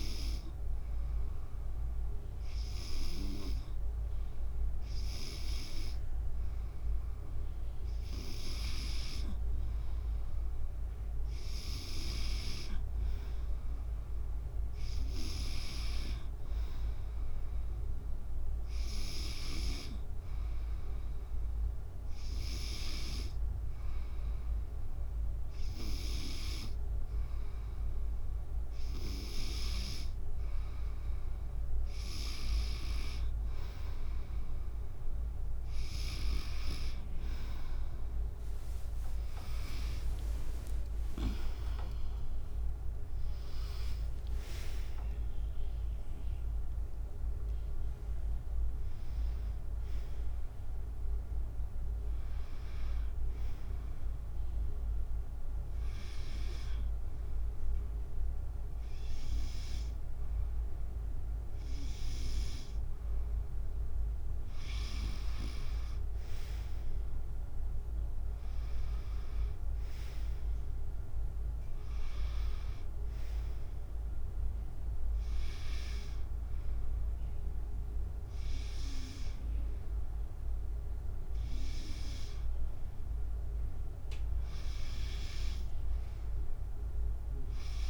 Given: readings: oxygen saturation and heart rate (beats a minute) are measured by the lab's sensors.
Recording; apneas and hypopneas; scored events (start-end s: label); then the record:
breathing in sleep by a room microphone; 1
29.00-44.00 s: tachycardia (device-marked, heart rate 71 before, 189 extreme)
39.50-44.50 s: arousal
40.00-53.00 s: drop in pulse transit time (device-marked, heart rate 105 before, 85 extreme)
55.50-66.50 s: hypopnea (oxygen 95% before, 93% lowest, heart rate 130 before, 74 extreme, up 6 after)
68.00-71.50 s: arousal
69.00-82.00 s: oxygen desaturation (device-marked, oxygen 97% before, 93% lowest, heart rate 81 before, 74 extreme)
From the record:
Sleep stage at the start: N2 (light sleep); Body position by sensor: on the back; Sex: female